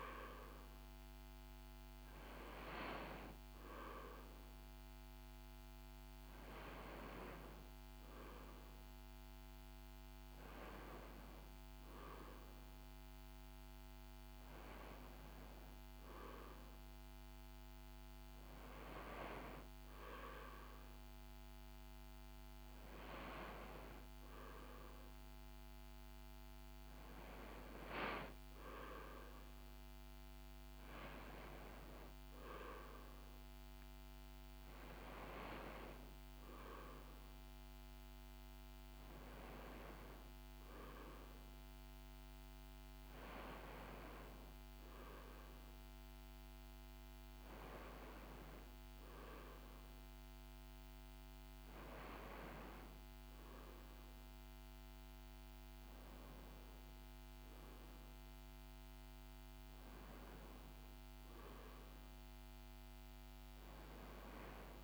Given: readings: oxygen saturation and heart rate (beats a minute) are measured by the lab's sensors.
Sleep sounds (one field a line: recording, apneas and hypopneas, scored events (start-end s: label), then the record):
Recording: breathing in sleep by a microphone on the trachea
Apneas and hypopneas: none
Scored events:
none scored
From the record:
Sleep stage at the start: N2 (light sleep)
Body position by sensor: on the right side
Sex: female